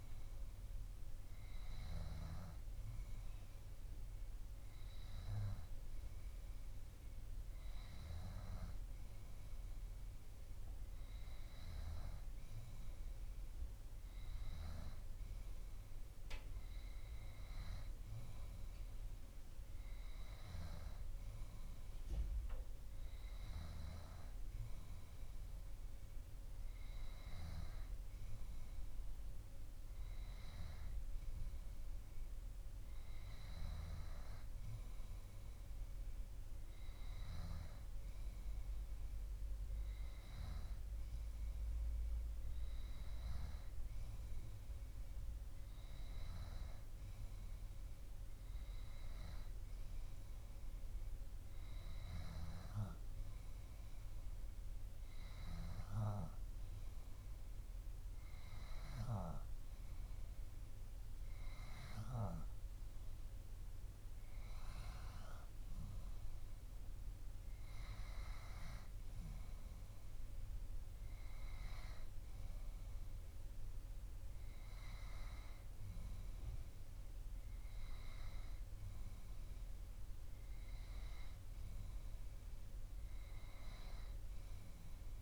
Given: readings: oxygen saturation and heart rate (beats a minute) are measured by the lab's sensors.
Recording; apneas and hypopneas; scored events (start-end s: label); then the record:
breathing in sleep by a room microphone; none
none scored
From the record:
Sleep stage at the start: N2 (light sleep); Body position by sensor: on the back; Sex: male